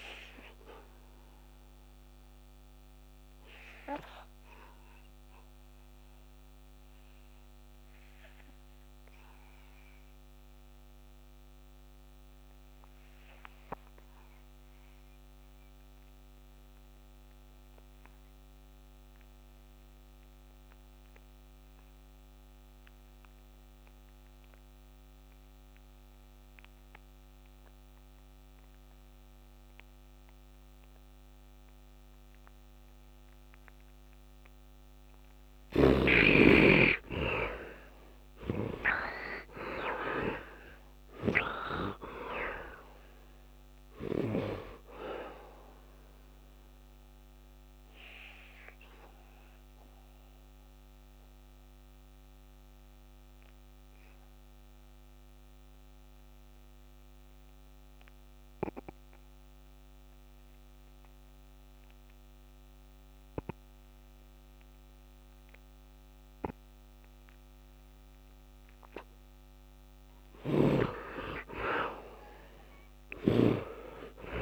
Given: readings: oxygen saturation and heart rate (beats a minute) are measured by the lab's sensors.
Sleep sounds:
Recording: breathing in sleep by a microphone on the trachea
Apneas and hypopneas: 2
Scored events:
0.00-16.50 s: oxygen desaturation (device-marked, oxygen 48% lowest, heart rate 64 extreme)
2.50-33.50 s: obstructive apnea (oxygen 98% before, 48% lowest, heart rate 81 before, 65 extreme, up 13 after)
25.50-62.50 s: oxygen desaturation (device-marked, oxygen 98% before, 48% lowest, heart rate 73 before, 60 extreme)
37.00-41.50 s: arousal
50.00-68.00 s: obstructive apnea (oxygen 98% before, 48% lowest, heart rate 79 before, 60 extreme, up 14 after)
64.50-74.42 s: oxygen desaturation (device-marked, oxygen 99% before, 58% lowest, heart rate 72 before, 60 extreme)
69.50-73.50 s: arousal
70.00-73.50 s: snoring (device-marked)
From the record:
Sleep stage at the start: N2 (light sleep)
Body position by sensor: on the right side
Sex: male

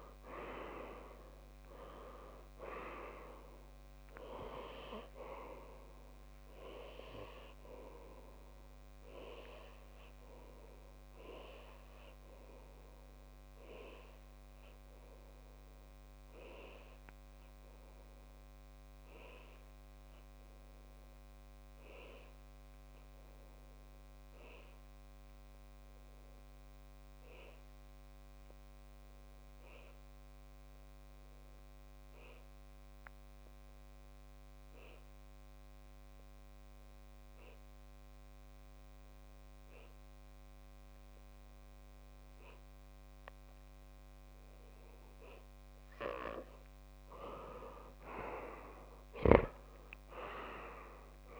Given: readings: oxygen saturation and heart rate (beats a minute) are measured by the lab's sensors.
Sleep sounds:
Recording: breathing in sleep by a microphone on the trachea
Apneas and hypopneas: 1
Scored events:
7.00-9.00 s: long interval between heartbeats (device-marked)
9.50-46.00 s: obstructive apnea (oxygen 98% before, 93% lowest)
21.00-23.00 s: long interval between heartbeats (device-marked)
26.50-28.50 s: long interval between heartbeats (device-marked)
42.50-51.40 s: oxygen desaturation (device-marked, oxygen 99% before, 94% lowest)
49.00-51.40 s: arousal
From the record:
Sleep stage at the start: N2 (light sleep)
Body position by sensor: on the left side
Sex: male

